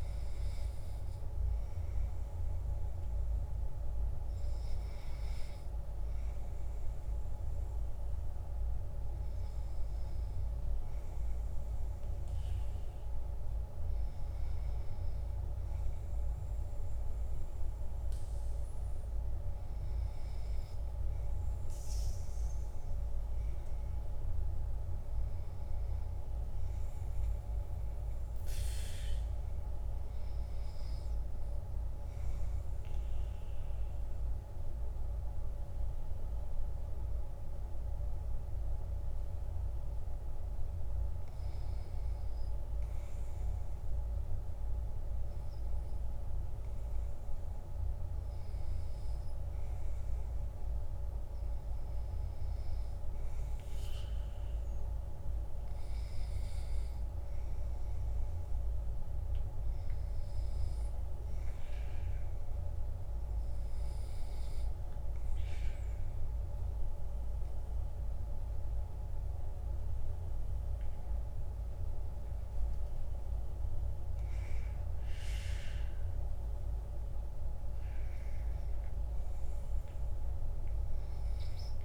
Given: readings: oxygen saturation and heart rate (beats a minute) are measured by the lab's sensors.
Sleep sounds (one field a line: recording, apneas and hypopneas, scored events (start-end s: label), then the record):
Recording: breathing in sleep, hard to hear, by a room microphone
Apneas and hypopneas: 2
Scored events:
32.50-42.50 s: obstructive apnea (oxygen 98% before, 94% lowest, heart rate 70 before, 65 extreme, up 7 after)
47.00-50.50 s: arousal
64.00-74.00 s: obstructive apnea (oxygen 97% before, 94% lowest, heart rate 69 before, 66 extreme, up 14 after)
77.00-80.50 s: arousal
From the record:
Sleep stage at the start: REM sleep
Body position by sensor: on the back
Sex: male